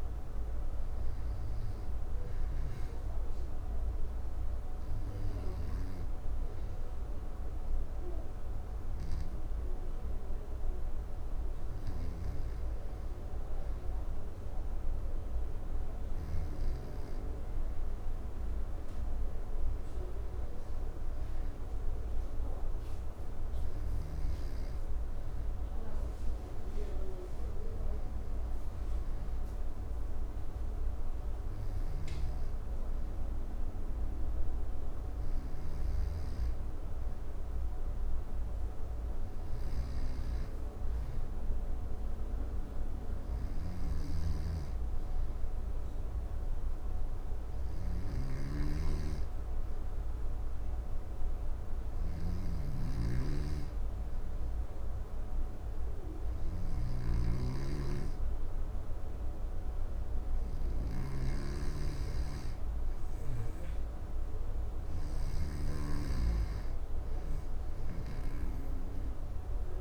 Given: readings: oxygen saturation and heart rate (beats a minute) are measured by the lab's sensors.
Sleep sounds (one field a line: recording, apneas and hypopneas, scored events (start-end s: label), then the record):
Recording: breathing in sleep, hard to hear, by a room microphone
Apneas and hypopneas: 1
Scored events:
0.00-1.50 s: arousal
0.00-16.50 s: oxygen desaturation (device-marked, oxygen 93% lowest, heart rate 66 extreme)
11.50-16.50 s: snoring (device-marked)
24.50-27.50 s: arousal
29.50-64.00 s: obstructive apnea (oxygen 97% before, 93% lowest, heart rate 67 before, 66 extreme, up 5 after)
31.50-69.81 s: snoring (device-marked)
67.50-69.81 s: arousal
From the record:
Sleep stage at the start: N2 (light sleep)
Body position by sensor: on the back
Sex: male